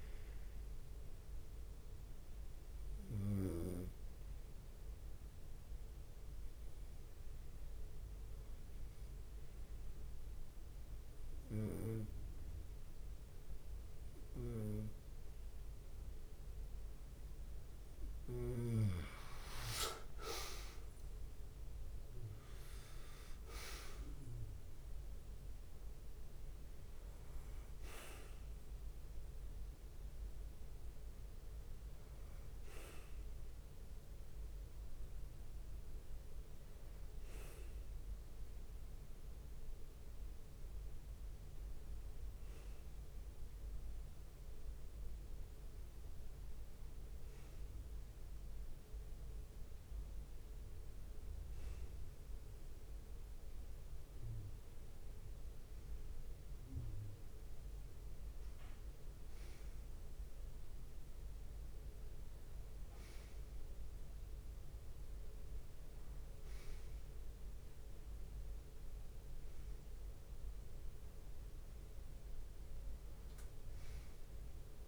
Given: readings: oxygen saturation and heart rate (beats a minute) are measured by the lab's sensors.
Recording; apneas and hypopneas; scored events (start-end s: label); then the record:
a person partly awake in a sleep study, by a room microphone; 1
0.00-2.00 s: long interval between heartbeats (device-marked)
0.00-70.50 s: bradycardia (device-marked)
2.50-18.50 s: hypopnea
19.50-24.00 s: leg movement (device-marked)
20.00-25.00 s: arousal
33.00-35.00 s: long interval between heartbeats (device-marked)
40.50-42.50 s: long interval between heartbeats (device-marked)
43.50-45.50 s: long interval between heartbeats (device-marked)
47.50-74.88 s: new sleep stage, awake
54.50-56.50 s: long interval between heartbeats (device-marked)
From the record:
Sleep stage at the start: REM sleep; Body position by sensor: on the right side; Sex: male